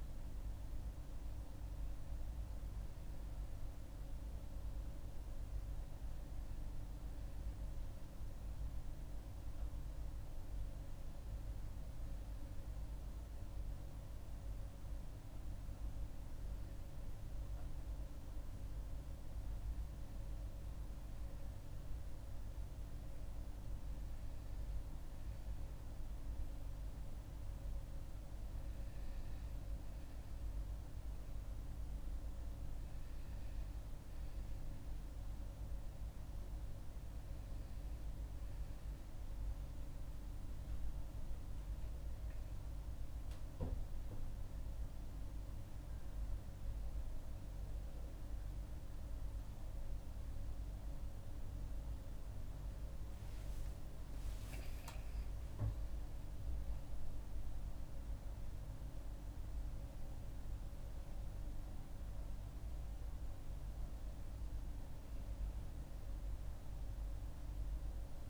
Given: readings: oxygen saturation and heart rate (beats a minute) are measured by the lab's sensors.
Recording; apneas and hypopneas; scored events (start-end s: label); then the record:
breathing in sleep, hard to hear, by a room microphone; none
52.00-55.00 s: arousal
From the record:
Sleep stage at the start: N1 (lightest sleep); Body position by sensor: on the back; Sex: female